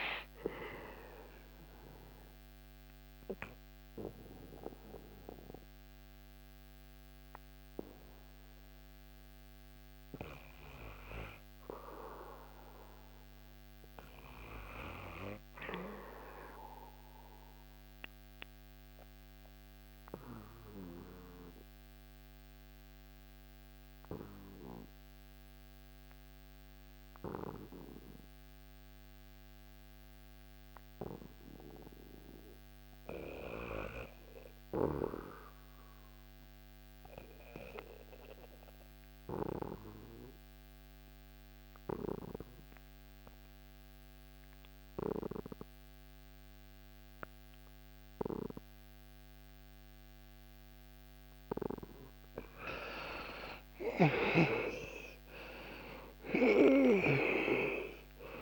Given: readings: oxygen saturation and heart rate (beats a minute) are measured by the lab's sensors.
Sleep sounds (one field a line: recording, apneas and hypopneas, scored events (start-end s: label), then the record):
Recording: breathing in sleep by a microphone on the trachea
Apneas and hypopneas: 1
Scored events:
0.00-11.00 s: oxygen desaturation (device-marked, oxygen 86% lowest, heart rate 76 extreme)
1.50-50.50 s: obstructive apnea (oxygen 97% before, 80% lowest, heart rate 78 before, 71 extreme, up 12 after)
30.00-58.42 s: new sleep stage, REM sleep
33.00-58.42 s: oxygen desaturation (device-marked, oxygen 97% before, 80% lowest, heart rate 79 before, 67 extreme)
53.00-56.50 s: arousal
From the record:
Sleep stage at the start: N2 (light sleep)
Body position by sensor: on the back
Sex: male